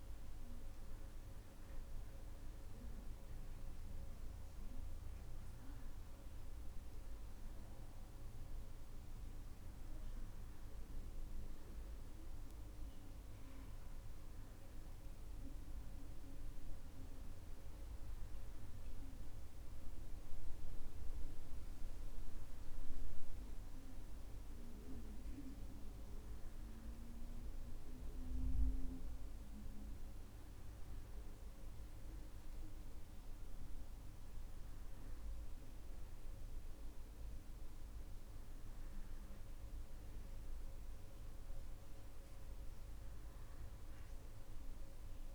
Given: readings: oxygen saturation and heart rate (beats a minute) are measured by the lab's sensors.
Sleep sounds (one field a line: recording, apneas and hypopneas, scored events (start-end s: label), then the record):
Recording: a person awake in a sleep study, hard to hear, by a room microphone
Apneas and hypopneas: none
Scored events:
none scored
From the record:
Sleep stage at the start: awake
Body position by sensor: on the back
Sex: male